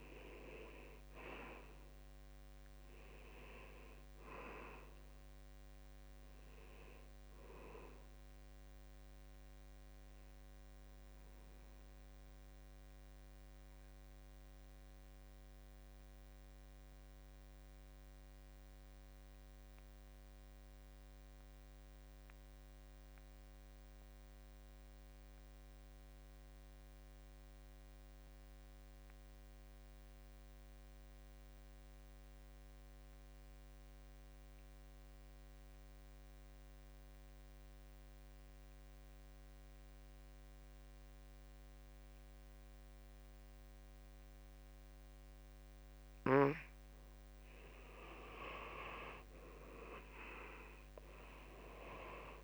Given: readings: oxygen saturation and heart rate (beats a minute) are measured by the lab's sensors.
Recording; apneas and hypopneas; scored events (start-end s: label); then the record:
breathing in sleep by a microphone on the trachea; 1
0.00-21.00 s: oxygen desaturation (device-marked, oxygen 82% lowest, heart rate 64 extreme)
12.00-47.50 s: mixed apnea (oxygen 93% before, 81% lowest, heart rate 73 before, 65 extreme, up 7 after)
38.00-52.44 s: oxygen desaturation (device-marked, oxygen 97% before, 81% lowest, heart rate 70 before, 66 extreme)
49.50-52.44 s: arousal
From the record:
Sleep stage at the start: N2 (light sleep); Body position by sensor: on the back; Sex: male